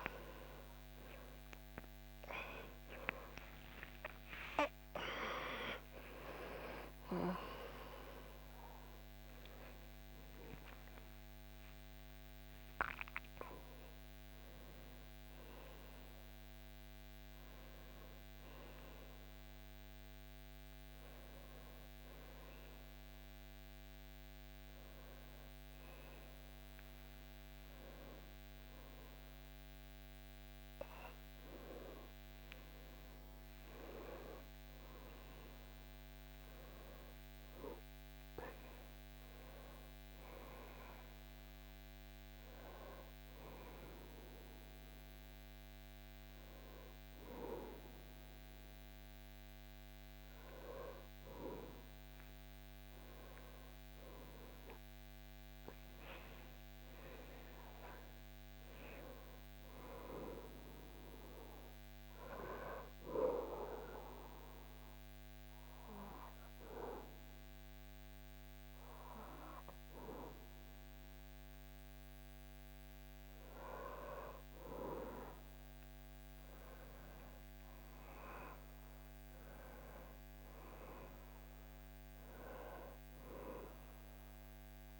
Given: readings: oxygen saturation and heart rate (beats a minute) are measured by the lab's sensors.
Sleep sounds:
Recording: a person awake in a sleep study, by a microphone on the trachea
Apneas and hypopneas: 1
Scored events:
46.00-85.00 s: new sleep stage, N1 (lightest sleep)
63.50-74.00 s: obstructive apnea (oxygen 99% before, 96% lowest, heart rate 76 before, 63 extreme, up 10 after)
76.00-81.50 s: arousal
From the record:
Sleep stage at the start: awake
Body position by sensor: on the back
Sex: male

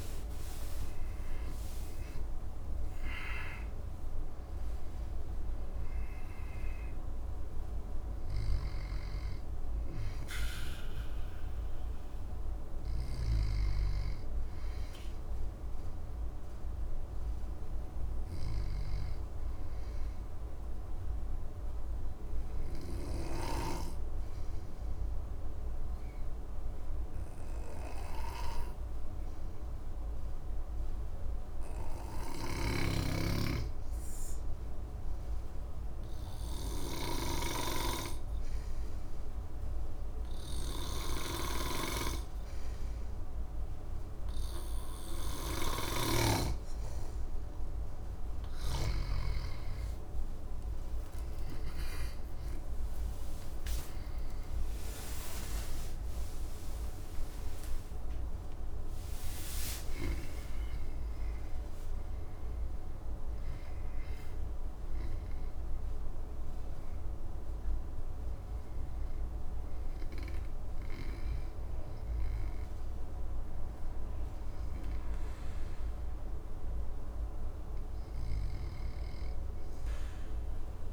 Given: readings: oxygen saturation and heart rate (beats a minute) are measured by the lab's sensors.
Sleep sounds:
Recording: breathing in sleep by a room microphone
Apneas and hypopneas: 1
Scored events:
8.50-13.00 s: snoring (device-marked)
20.00-45.50 s: obstructive apnea (oxygen 97% before, 94% lowest, heart rate 69 before, 57 extreme, up 9 after)
32.00-46.00 s: snoring (device-marked)
43.50-66.50 s: oxygen desaturation (device-marked, oxygen 99% before, 94% lowest, heart rate 60 before, 58 extreme)
48.00-51.50 s: snoring (device-marked)
51.00-56.50 s: arousal
From the record:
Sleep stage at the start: N2 (light sleep)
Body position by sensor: on the back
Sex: male

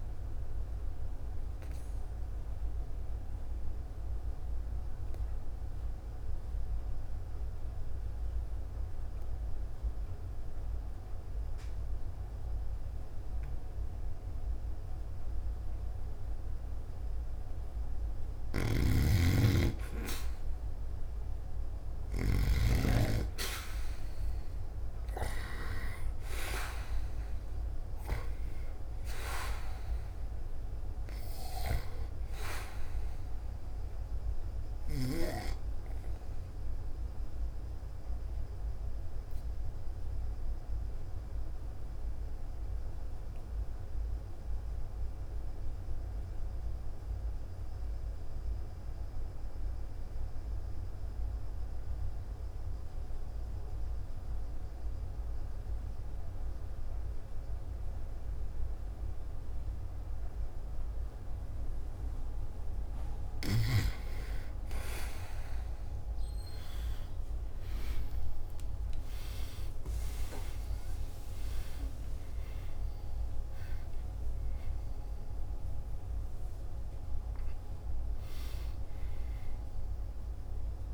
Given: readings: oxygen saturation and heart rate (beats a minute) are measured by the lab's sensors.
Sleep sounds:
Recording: breathing in sleep by a room microphone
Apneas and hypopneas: 2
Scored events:
0.50-18.00 s: obstructive apnea (oxygen 97% before, 89% lowest, heart rate 53 before, 52 extreme, up 1 after)
14.50-24.50 s: oxygen desaturation (device-marked, oxygen 96% before, 91% lowest, heart rate 54 before, 52 extreme)
18.00-22.50 s: snoring (device-marked)
21.00-24.50 s: arousal
36.00-60.50 s: obstructive apnea (oxygen 96% before, 88% lowest, heart rate 54 before, 49 extreme)
48.50-62.50 s: oxygen desaturation (device-marked, oxygen 94% before, 89% lowest, heart rate 55 before, 49 extreme)
66.00-71.00 s: arousal
71.50-80.94 s: oxygen desaturation (device-marked, oxygen 97% before, 88% lowest, heart rate 52 before, 53 extreme)
From the record:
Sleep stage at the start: N2 (light sleep)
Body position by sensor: on the back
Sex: male

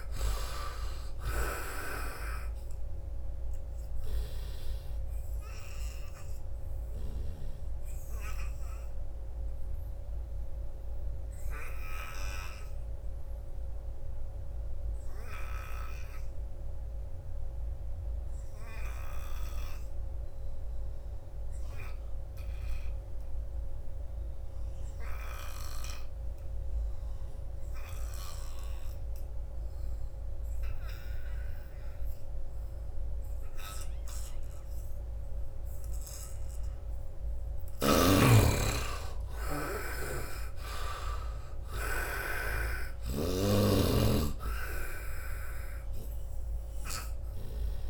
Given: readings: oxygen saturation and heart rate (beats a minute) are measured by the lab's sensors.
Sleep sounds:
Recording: breathing in sleep by a room microphone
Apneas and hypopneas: 1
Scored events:
0.00-18.00 s: oxygen desaturation (device-marked, oxygen 73% lowest, heart rate 71 extreme)
6.00-35.50 s: obstructive apnea (oxygen 98% before, 71% lowest, heart rate 80 before, 71 extreme, up 14 after)
25.00-47.90 s: oxygen desaturation (device-marked, oxygen 98% before, 71% lowest, heart rate 85 before, 71 extreme)
37.50-42.00 s: snoring (device-marked)
38.00-42.00 s: arousal
From the record:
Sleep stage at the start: N2 (light sleep)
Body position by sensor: on the right side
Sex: male

